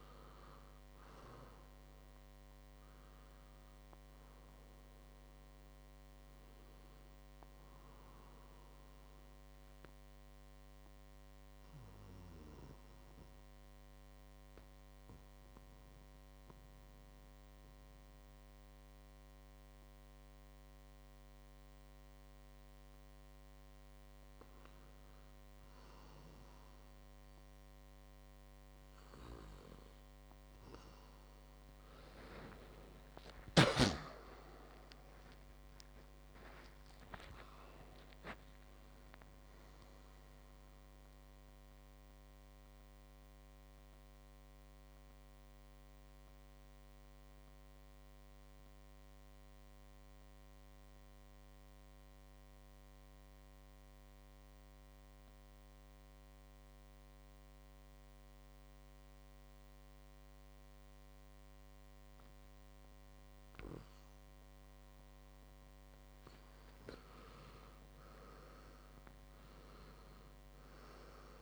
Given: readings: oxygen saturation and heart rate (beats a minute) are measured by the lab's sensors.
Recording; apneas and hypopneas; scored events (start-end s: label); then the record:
breathing in sleep by a microphone on the trachea; 2
0.00-15.50 s: oxygen desaturation (device-marked, oxygen 91% lowest, heart rate 53 extreme)
13.00-24.00 s: central apnea (oxygen 98% before, 91% lowest, heart rate 61 before, 53 extreme, up 17 after)
32.50-38.00 s: arousal
41.50-64.00 s: central apnea (oxygen 99% before, 91% lowest, heart rate 68 before, 51 extreme, up 10 after)
66.00-69.50 s: arousal
66.50-71.42 s: oxygen desaturation (device-marked, oxygen 99% before, 93% lowest, heart rate 52 before, 53 extreme)
From the record:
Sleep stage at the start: N2 (light sleep); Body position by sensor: on the back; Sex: male